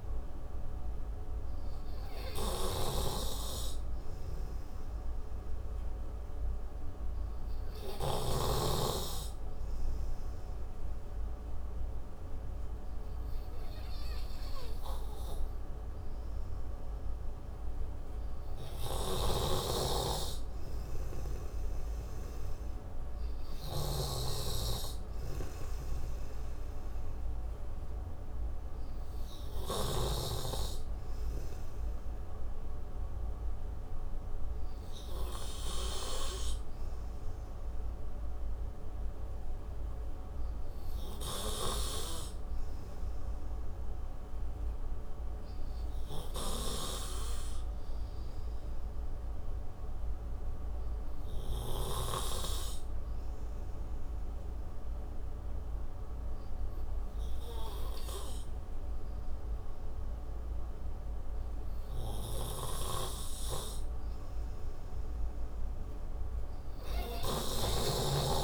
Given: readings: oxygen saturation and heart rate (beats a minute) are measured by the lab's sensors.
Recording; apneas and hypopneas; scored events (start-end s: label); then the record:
breathing in sleep by a room microphone; 2
0.00-1.50 s: arousal
0.00-9.00 s: snoring (device-marked)
6.00-21.00 s: hypopnea (oxygen 98% before, 91% lowest)
11.00-68.44 s: new sleep stage, N3 (deep sleep)
19.00-30.50 s: snoring (device-marked)
23.00-26.50 s: arousal
44.50-62.50 s: hypopnea (oxygen 95% before, 88% lowest)
52.00-67.00 s: oxygen desaturation (device-marked, oxygen 96% before, 93% lowest)
64.50-67.50 s: arousal
From the record:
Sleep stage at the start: N2 (light sleep); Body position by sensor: on the right side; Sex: male